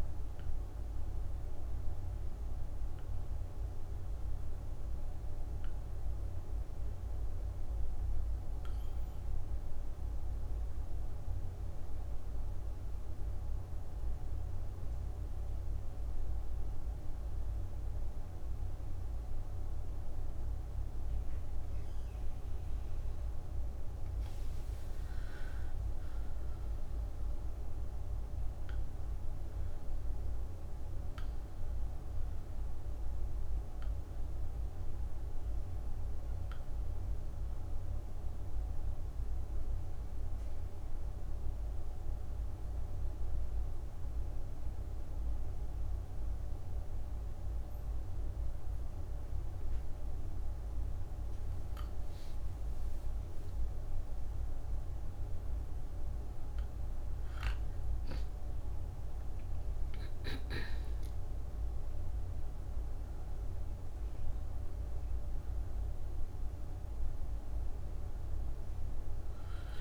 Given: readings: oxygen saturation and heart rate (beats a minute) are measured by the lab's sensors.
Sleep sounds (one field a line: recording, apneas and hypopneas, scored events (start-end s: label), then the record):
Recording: breathing in sleep, hard to hear, by a room microphone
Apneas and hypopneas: 2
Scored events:
0.00-16.50 s: oxygen desaturation (device-marked, oxygen 92% lowest)
13.50-24.00 s: obstructive apnea (oxygen 98% before, 93% lowest)
24.50-29.50 s: arousal
30.50-51.50 s: oxygen desaturation (device-marked, oxygen 97% before, 93% lowest)
38.50-51.00 s: obstructive apnea (oxygen 97% before, 93% lowest)
52.00-57.00 s: arousal
From the record:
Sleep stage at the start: N2 (light sleep)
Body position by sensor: on the back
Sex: female